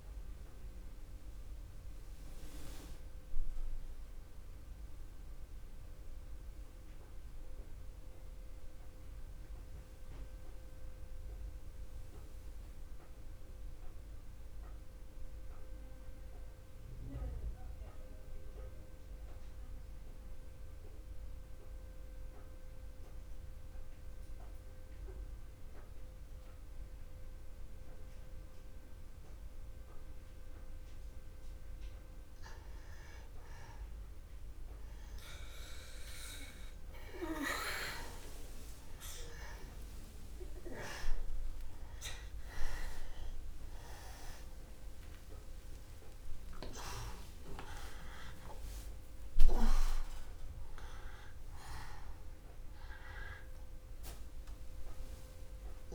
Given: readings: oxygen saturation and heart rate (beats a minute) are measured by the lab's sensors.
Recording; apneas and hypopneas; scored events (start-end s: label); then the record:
a person partly awake in a sleep study, by a room microphone; 1
0.00-19.00 s: oxygen desaturation (device-marked, oxygen 87% lowest, heart rate 61 extreme)
1.50-32.00 s: mixed apnea (oxygen 98% before, 84% lowest, heart rate 64 before, 61 extreme, up 0 after)
38.00-55.94 s: oxygen desaturation (device-marked, oxygen 98% before, 84% lowest, heart rate 61 before, 61 extreme)
40.00-55.94 s: new sleep stage, awake
From the record:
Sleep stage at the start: N2 (light sleep); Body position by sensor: on the back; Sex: male